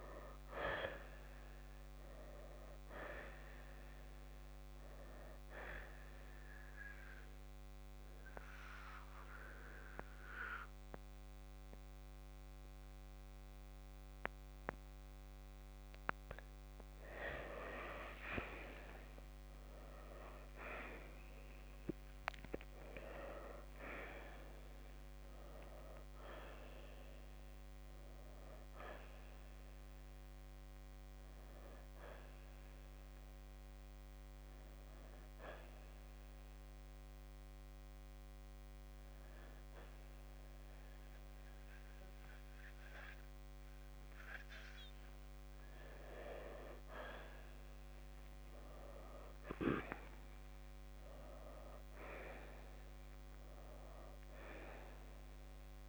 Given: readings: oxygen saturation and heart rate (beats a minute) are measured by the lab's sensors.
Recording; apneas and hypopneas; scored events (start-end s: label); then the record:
breathing in sleep by a microphone on the trachea; 2
6.00-17.00 s: mixed apnea (oxygen 95% before, 83% lowest, heart rate 63 before, 57 extreme, up 20 after)
6.50-23.50 s: oxygen desaturation (device-marked, oxygen 95% before, 89% lowest, heart rate 63 before, 57 extreme)
19.00-23.50 s: arousal
32.50-45.50 s: oxygen desaturation (device-marked, oxygen 93% before, 83% lowest, heart rate 68 before, 57 extreme)
33.00-45.00 s: hypopnea (oxygen 95% before, 83% lowest, heart rate 68 before, 58 extreme, up 6 after)
48.00-52.50 s: arousal
From the record:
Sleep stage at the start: N2 (light sleep); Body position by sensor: on the right side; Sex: male